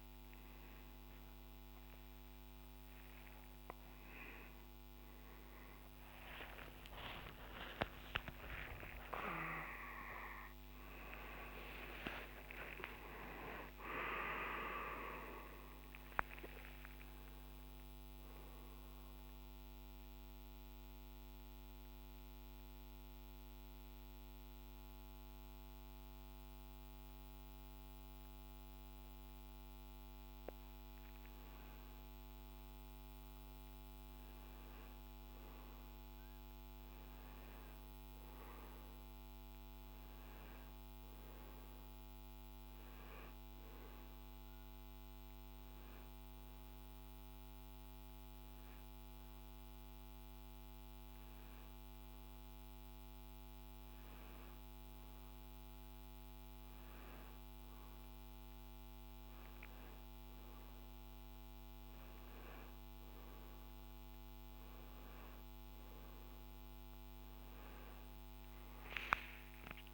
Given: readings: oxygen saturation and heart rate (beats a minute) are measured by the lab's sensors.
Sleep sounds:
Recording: breathing in sleep by a microphone on the trachea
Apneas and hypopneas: 2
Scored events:
6.00-11.50 s: arousal
8.00-10.00 s: long interval between heartbeats (device-marked, heart rate 74 before, 97 extreme)
18.50-30.00 s: central apnea (oxygen 98% before, 92% lowest, heart rate 85 before, 54 extreme, up 3 after)
32.00-36.50 s: arousal
41.00-52.00 s: oxygen desaturation (device-marked, oxygen 98% before, 92% lowest, heart rate 59 before, 60 extreme)
45.50-56.50 s: obstructive apnea (oxygen 98% before, 90% lowest, heart rate 57 before, 60 extreme, up 4 after)
From the record:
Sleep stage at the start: N1 (lightest sleep)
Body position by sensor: on the right side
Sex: male

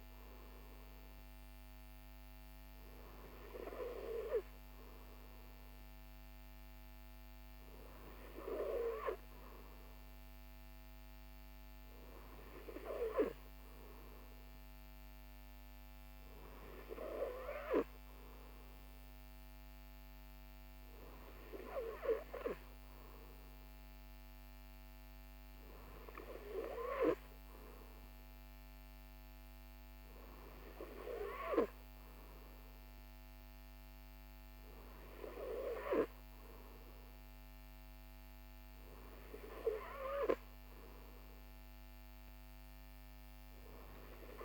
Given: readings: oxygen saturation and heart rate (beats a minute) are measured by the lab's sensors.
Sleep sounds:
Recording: breathing in sleep by a microphone on the trachea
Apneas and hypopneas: none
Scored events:
none scored
From the record:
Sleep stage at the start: N3 (deep sleep)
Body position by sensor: on the right side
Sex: male

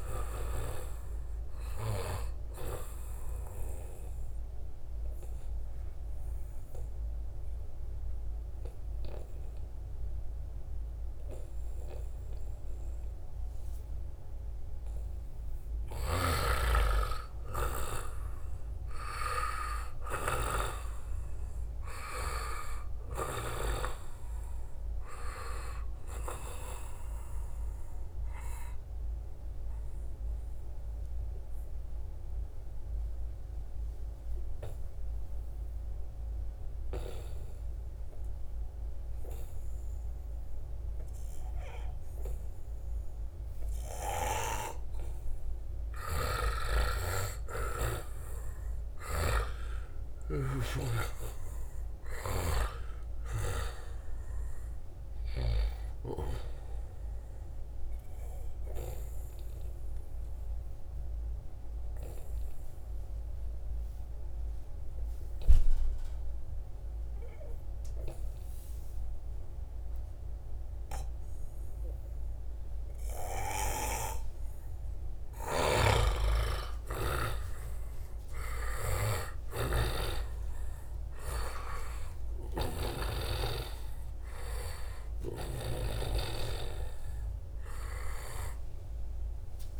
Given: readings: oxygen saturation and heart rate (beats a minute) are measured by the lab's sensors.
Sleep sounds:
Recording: breathing in sleep by a room microphone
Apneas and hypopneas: 3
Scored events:
0.00-10.50 s: oxygen desaturation (device-marked, oxygen 90% lowest, heart rate 78 extreme)
2.00-14.50 s: obstructive apnea (oxygen 95% before, 90% lowest, heart rate 83 before, 78 extreme, up 1 after)
15.50-20.00 s: snoring (device-marked)
16.00-19.50 s: arousal
20.50-38.50 s: oxygen desaturation (device-marked, oxygen 95% before, 91% lowest, heart rate 82 before, 76 extreme)
27.00-44.50 s: obstructive apnea (oxygen 95% before, 91% lowest, heart rate 81 before, 76 extreme, up 1 after)
45.50-52.00 s: snoring (device-marked)
46.00-49.50 s: arousal
49.50-67.50 s: oxygen desaturation (device-marked, oxygen 96% before, 91% lowest, heart rate 80 before, 74 extreme)
58.00-75.00 s: obstructive apnea (oxygen 96% before, 88% lowest, heart rate 78 before, 74 extreme, up 6 after)
75.00-85.50 s: snoring (device-marked)
76.50-80.00 s: arousal
From the record:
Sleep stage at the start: N2 (light sleep)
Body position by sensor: on the right side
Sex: male

